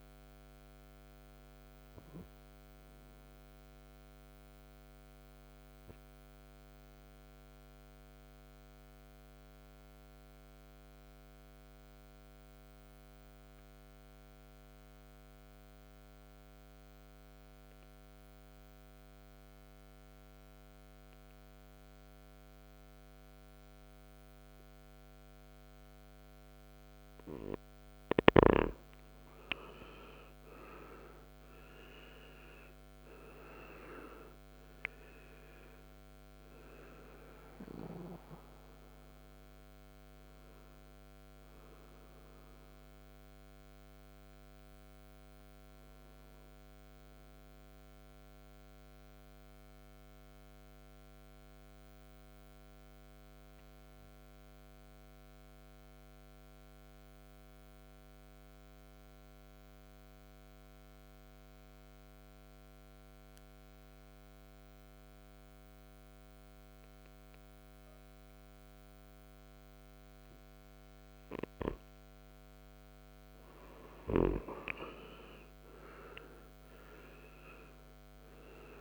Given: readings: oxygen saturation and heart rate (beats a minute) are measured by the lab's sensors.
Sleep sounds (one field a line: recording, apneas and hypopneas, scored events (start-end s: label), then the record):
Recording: breathing in sleep by a microphone on the trachea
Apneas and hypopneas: 2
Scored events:
0.00-13.50 s: oxygen desaturation (device-marked, oxygen 91% lowest, heart rate 55 extreme)
5.00-27.00 s: mixed apnea (oxygen 98% before, 89% lowest, heart rate 65 before, 53 extreme, up 14 after)
29.50-56.50 s: oxygen desaturation (device-marked, oxygen 98% before, 89% lowest, heart rate 58 before, 53 extreme)
30.00-34.50 s: arousal
47.00-71.00 s: mixed apnea (oxygen 99% before, 89% lowest, heart rate 66 before, 52 extreme, up 13 after)
72.50-78.81 s: oxygen desaturation (device-marked, oxygen 99% before, 91% lowest, heart rate 56 before, 52 extreme)
74.50-77.50 s: arousal
From the record:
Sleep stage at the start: N2 (light sleep)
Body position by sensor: on the right side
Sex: male